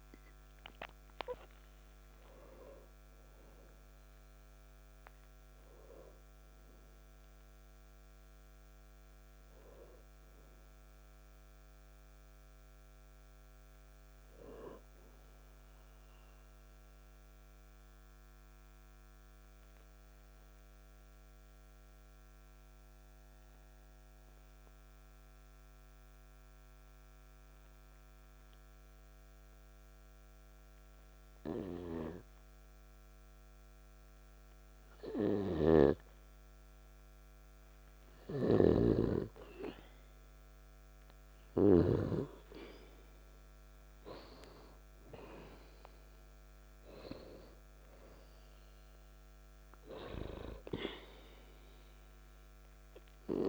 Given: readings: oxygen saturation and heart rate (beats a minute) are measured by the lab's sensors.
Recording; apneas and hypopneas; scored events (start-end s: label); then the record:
breathing in sleep by a microphone on the trachea; 1
0.00-11.50 s: oxygen desaturation (device-marked, oxygen 94% lowest, heart rate 53 extreme)
17.00-31.50 s: obstructive apnea (oxygen 97% before, 91% lowest, heart rate 59 before, 50 extreme, up 0 after)
24.50-36.50 s: oxygen desaturation (device-marked, oxygen 96% before, 92% lowest, heart rate 58 before, 50 extreme)
38.50-42.00 s: snoring (device-marked)
41.00-45.50 s: arousal
47.50-53.49 s: oxygen desaturation (device-marked, oxygen 98% before, 91% lowest, heart rate 53 before, 47 extreme)
From the record:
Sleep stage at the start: N2 (light sleep); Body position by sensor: on the back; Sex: male